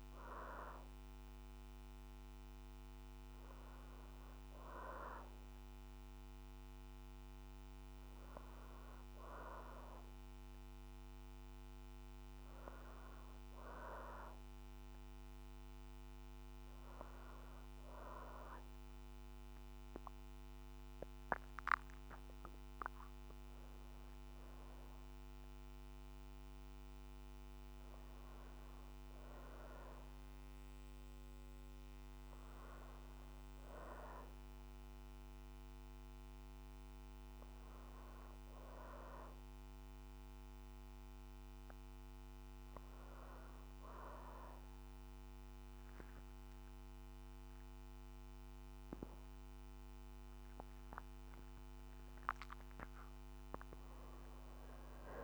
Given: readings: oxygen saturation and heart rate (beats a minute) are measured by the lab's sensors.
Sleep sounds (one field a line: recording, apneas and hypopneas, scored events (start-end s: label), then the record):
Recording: breathing in sleep by a microphone on the trachea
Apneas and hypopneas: none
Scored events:
47.50-51.50 s: arousal
From the record:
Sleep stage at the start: REM sleep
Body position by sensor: on the back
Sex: female